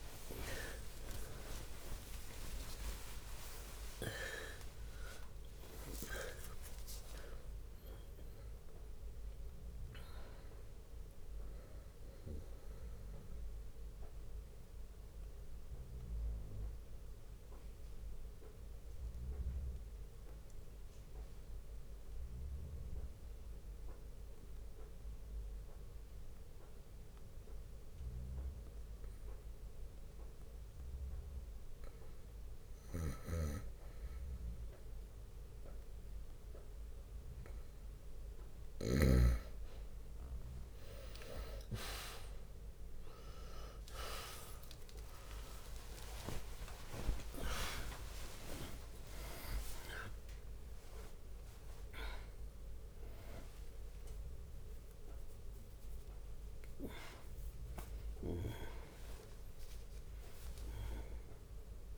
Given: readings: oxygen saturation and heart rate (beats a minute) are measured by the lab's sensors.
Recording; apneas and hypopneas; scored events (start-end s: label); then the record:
a person partly awake in a sleep study, by a room microphone; 1
0.00-8.00 s: tachycardia (device-marked, heart rate 66 before, 148 extreme)
0.00-12.00 s: drop in pulse transit time (device-marked, heart rate 62 before, 69 extreme)
0.00-14.00 s: oxygen desaturation (device-marked, oxygen 92% lowest, heart rate 52 extreme)
1.50-3.50 s: long interval between heartbeats (device-marked, heart rate 62 before, 88 extreme)
4.00-6.00 s: long interval between heartbeats (device-marked, heart rate 68 before, 130 extreme)
6.00-8.00 s: long interval between heartbeats (device-marked, heart rate 75 before, 143 extreme)
13.50-33.00 s: obstructive apnea (oxygen 98% before, 90% lowest, heart rate 96 before, 52 extreme, up 12 after)
20.00-26.00 s: bradycardia (device-marked, heart rate 67 before, 59 extreme)
27.00-34.00 s: bradycardia (device-marked, heart rate 67 before, 52 extreme)
29.00-31.00 s: long interval between heartbeats (device-marked, heart rate 70 before, 52 extreme)
33.00-39.00 s: snoring (device-marked)
36.00-61.97 s: new sleep stage, awake
39.00-59.00 s: oxygen desaturation (device-marked, oxygen 98% before, 92% lowest, heart rate 58 before, 59 extreme)
43.00-49.00 s: tachycardia (device-marked, heart rate 67 before, 107 extreme)
44.50-46.50 s: long interval between heartbeats (device-marked, heart rate 59 before, 77 extreme)
45.00-59.00 s: drop in pulse transit time (device-marked, heart rate 60 before, 72 extreme)
46.50-48.50 s: long interval between heartbeats (device-marked, heart rate 61 before, 104 extreme)
49.00-51.00 s: long interval between heartbeats (device-marked, heart rate 68 before, 126 extreme)
60.50-61.97 s: long interval between heartbeats (device-marked, heart rate 89 before, 78 extreme)
From the record:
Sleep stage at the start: N2 (light sleep); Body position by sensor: on the right side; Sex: male